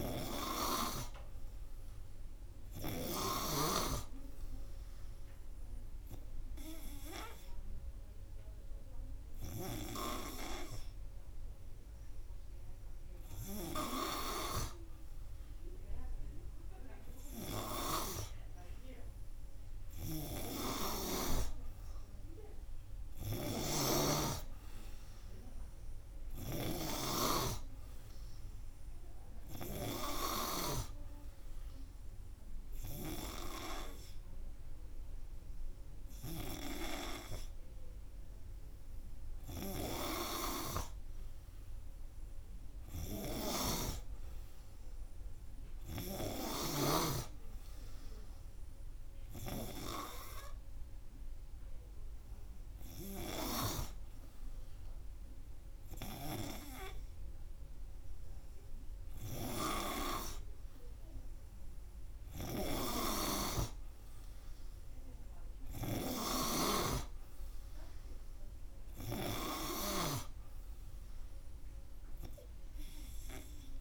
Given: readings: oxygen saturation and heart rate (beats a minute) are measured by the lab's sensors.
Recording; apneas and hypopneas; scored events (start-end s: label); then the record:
breathing in sleep by a room microphone; none
none scored
From the record:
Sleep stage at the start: N3 (deep sleep); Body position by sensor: on the front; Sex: male